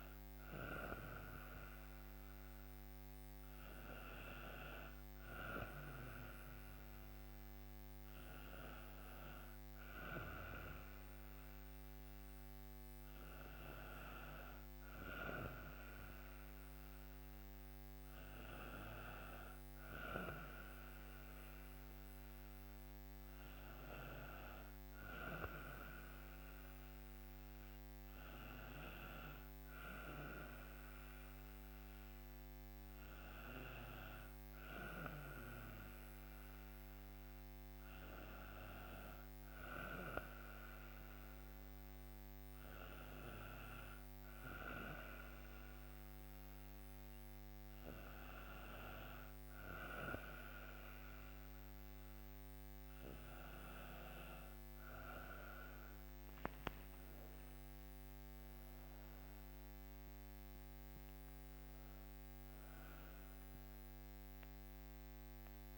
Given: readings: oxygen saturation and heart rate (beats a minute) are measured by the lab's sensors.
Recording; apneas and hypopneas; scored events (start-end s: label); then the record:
breathing in sleep by a microphone on the trachea; none
none scored
From the record:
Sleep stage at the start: N2 (light sleep); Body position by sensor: on the right side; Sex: female